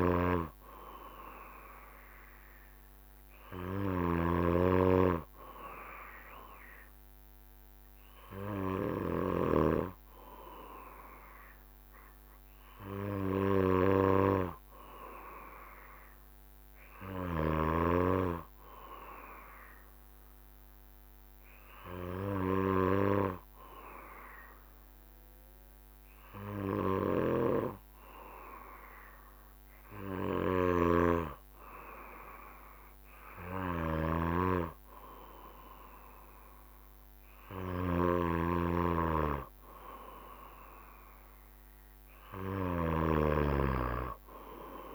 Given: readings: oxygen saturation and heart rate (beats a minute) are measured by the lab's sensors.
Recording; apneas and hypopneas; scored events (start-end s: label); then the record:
breathing in sleep by a microphone on the trachea; none
0.00-4.50 s: snoring (device-marked)
33.50-44.95 s: snoring (device-marked)
From the record:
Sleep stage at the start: N2 (light sleep); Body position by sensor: on the back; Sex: male